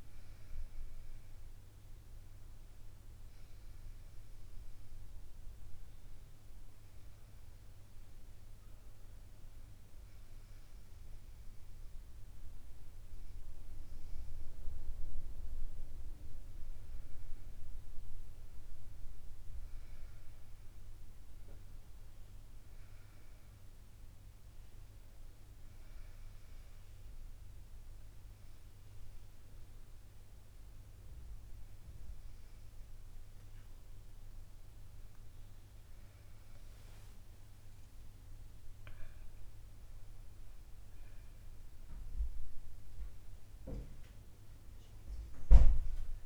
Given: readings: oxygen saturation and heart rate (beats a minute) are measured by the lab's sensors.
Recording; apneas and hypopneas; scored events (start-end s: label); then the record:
breathing in sleep, hard to hear, by a room microphone; 1
25.50-39.00 s: hypopnea (oxygen 98% before, 94% lowest, heart rate 71 before, 71 extreme, up 7 after)
40.50-44.00 s: arousal
From the record:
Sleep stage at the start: N1 (lightest sleep); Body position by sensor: on the back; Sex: female